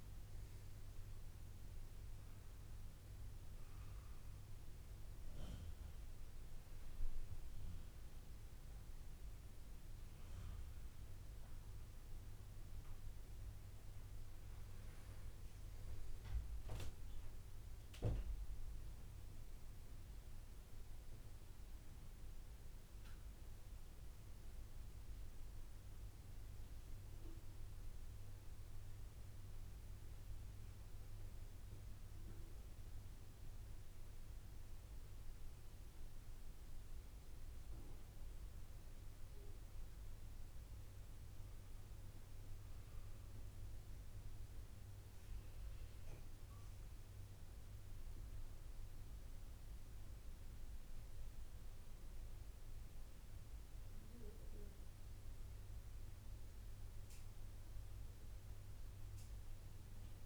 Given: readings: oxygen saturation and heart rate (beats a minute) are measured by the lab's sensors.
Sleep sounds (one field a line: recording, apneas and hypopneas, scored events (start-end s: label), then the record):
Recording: breathing in sleep, hard to hear, by a room microphone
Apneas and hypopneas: none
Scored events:
22.50-28.50 s: arousal
From the record:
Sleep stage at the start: N2 (light sleep)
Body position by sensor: on the right side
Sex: male